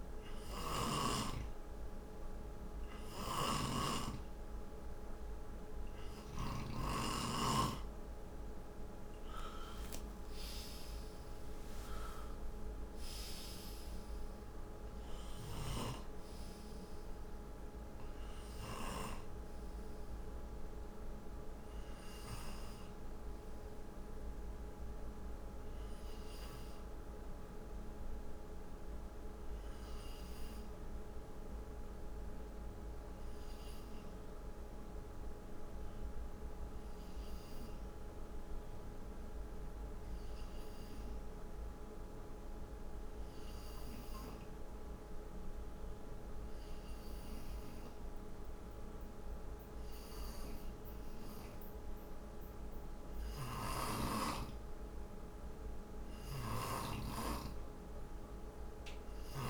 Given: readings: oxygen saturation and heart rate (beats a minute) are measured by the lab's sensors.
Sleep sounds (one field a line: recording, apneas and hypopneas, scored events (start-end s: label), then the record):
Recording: breathing in sleep by a room microphone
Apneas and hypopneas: 1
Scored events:
2.50-6.50 s: snoring (device-marked)
10.50-15.00 s: arousal
15.00-18.50 s: snoring (device-marked)
37.00-53.00 s: hypopnea (oxygen 95% before, 89% lowest, heart rate 61 before, 61 extreme, up 1 after)
52.50-59.50 s: oxygen desaturation (device-marked, oxygen 96% before, 89% lowest, heart rate 61 before, 51 extreme)
53.00-59.50 s: snoring (device-marked)
55.50-59.50 s: arousal
From the record:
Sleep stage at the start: N2 (light sleep)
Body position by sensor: on the right side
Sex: male